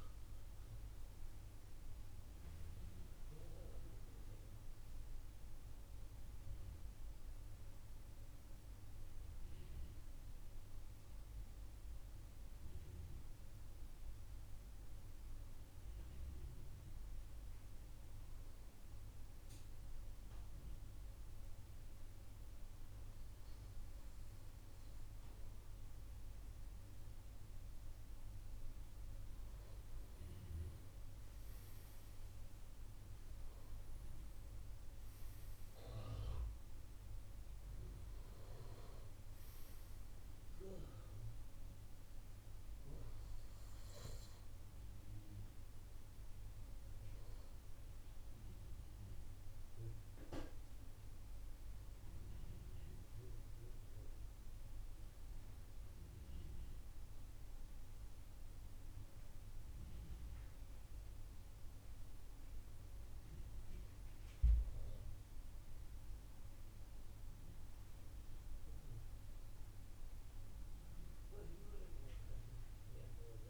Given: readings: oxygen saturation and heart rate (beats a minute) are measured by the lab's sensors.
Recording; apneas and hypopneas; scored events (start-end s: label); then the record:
breathing in sleep, hard to hear, by a room microphone; 1
7.50-28.00 s: obstructive apnea (oxygen 98% before, 93% lowest, heart rate 63 before, 57 extreme, up 9 after)
13.00-73.50 s: new sleep stage, N2 (light sleep)
23.00-49.00 s: oxygen desaturation (device-marked, oxygen 97% before, 93% lowest, heart rate 60 before, 59 extreme)
30.50-34.00 s: arousal
From the record:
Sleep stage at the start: N1 (lightest sleep); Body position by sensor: on the right side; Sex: male